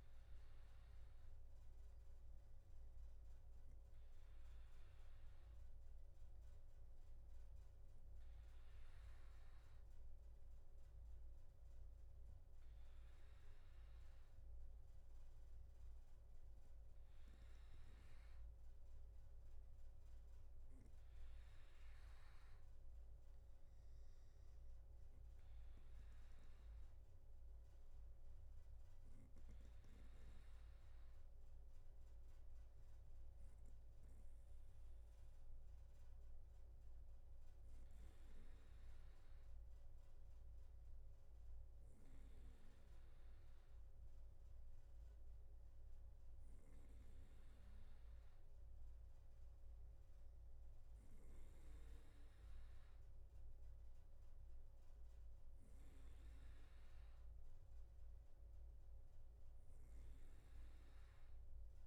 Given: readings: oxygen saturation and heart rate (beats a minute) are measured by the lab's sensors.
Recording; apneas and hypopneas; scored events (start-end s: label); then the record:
breathing in sleep, hard to hear, by a room microphone; none
none scored
From the record:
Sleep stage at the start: N2 (light sleep); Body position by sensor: on the back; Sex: male